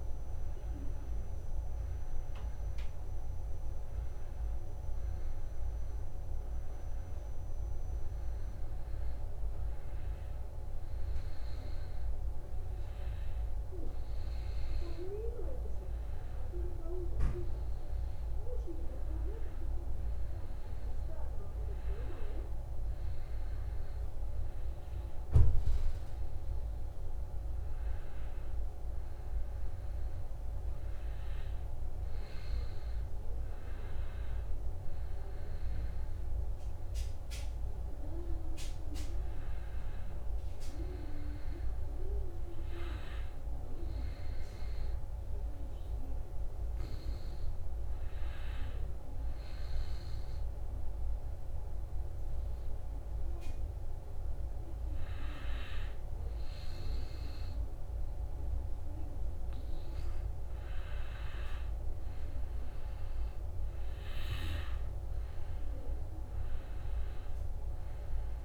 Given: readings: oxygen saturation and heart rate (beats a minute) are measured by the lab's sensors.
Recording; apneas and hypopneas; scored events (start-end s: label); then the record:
breathing in sleep by a room microphone; none
0.00-8.00 s: oxygen desaturation (device-marked, oxygen 91% lowest, heart rate 70 extreme)
From the record:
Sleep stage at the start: N2 (light sleep); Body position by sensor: on the back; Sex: male